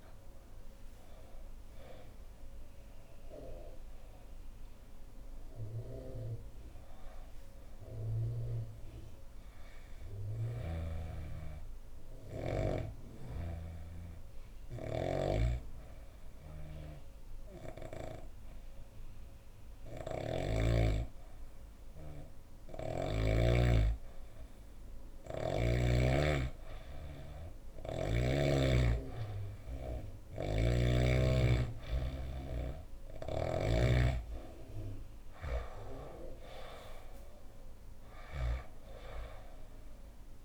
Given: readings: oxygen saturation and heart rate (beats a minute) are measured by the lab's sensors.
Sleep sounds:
breathing in sleep by a room microphone; 1
1.00-13.00 s: oxygen desaturation (device-marked, oxygen 97% before, 92% lowest, heart rate 69 before, 64 extreme)
9.50-22.50 s: hypopnea (oxygen 97% before, 91% lowest, heart rate 72 before, 64 extreme, up 0 after)
24.50-28.00 s: arousal
26.00-40.45 s: oxygen desaturation (device-marked, oxygen 97% before, 91% lowest, heart rate 68 before, 65 extreme)
29.50-38.00 s: snoring (device-marked)
From the record:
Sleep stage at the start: N2 (light sleep); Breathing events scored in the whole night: 207 in 4.6 hours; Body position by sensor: on the back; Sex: female

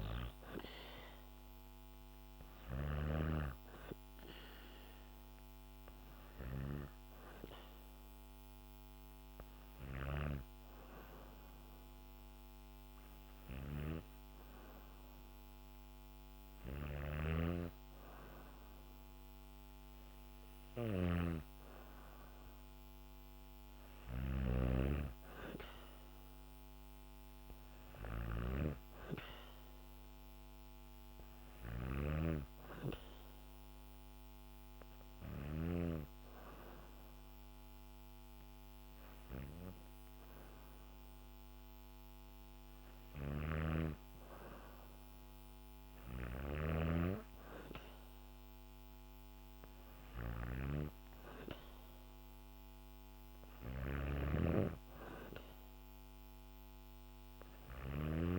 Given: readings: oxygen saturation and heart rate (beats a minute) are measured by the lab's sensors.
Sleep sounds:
breathing in sleep by a microphone on the trachea; none
16.00-35.00 s: snoring (device-marked)
23.50-46.50 s: oxygen desaturation (device-marked, oxygen 97% before, 94% lowest, heart rate 64 before, 61 extreme)
42.50-58.39 s: snoring (device-marked)
From the record:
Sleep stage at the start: N2 (light sleep); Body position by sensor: on the back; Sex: female

